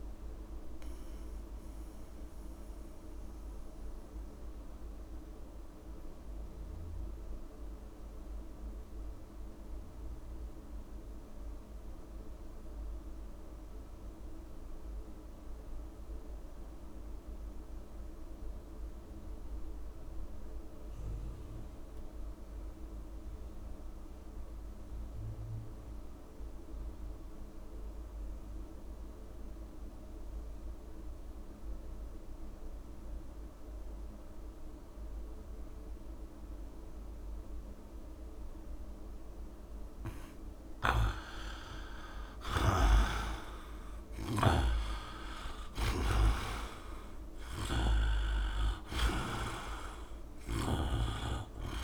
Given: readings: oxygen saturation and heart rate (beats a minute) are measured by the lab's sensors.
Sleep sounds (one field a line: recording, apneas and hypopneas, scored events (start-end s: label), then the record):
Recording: breathing in sleep by a room microphone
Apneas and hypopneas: 1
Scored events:
0.00-1.00 s: long interval between heartbeats (device-marked, heart rate 78 extreme)
0.00-17.50 s: oxygen desaturation (device-marked, oxygen 79% lowest, heart rate 37 extreme)
0.50-41.00 s: mixed apnea (oxygen 99% before, 79% lowest, heart rate 61 before, 57 extreme, up 6 after)
26.50-51.84 s: oxygen desaturation (device-marked, oxygen 99% before, 79% lowest, heart rate 68 before, 57 extreme)
42.50-46.50 s: arousal
42.50-51.00 s: snoring (device-marked)
43.00-45.00 s: long interval between heartbeats (device-marked, heart rate 68 before, 73 extreme)
48.50-50.50 s: long interval between heartbeats (device-marked, heart rate 68 before, 69 extreme)
From the record:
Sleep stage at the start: N2 (light sleep)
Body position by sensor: on the back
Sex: male